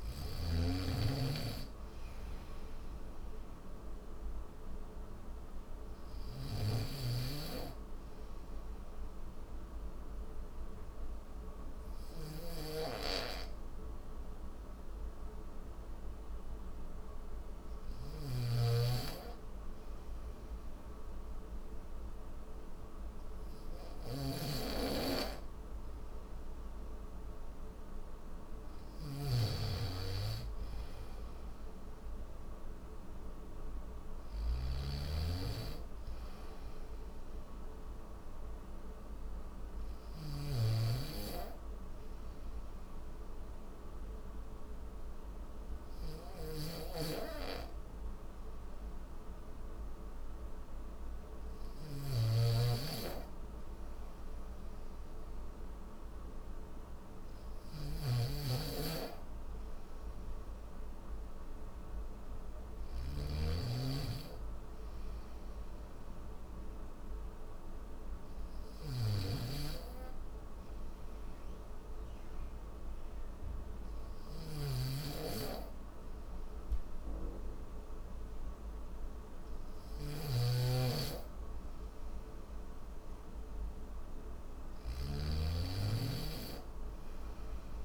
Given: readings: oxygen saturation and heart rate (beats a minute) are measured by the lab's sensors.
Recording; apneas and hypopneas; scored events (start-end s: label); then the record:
breathing in sleep by a room microphone; 2
0.00-13.00 s: oxygen desaturation (device-marked, oxygen 92% lowest, heart rate 73 extreme)
6.00-40.00 s: snoring (device-marked)
7.50-18.00 s: obstructive apnea (oxygen 97% before, 92% lowest, heart rate 77 before, 73 extreme, up 2 after)
41.00-52.00 s: obstructive apnea (oxygen 96% before, 92% lowest, heart rate 75 before, 74 extreme, up 3 after)
46.00-84.50 s: snoring (device-marked)
From the record:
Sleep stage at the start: N1 (lightest sleep); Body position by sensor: on the back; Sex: male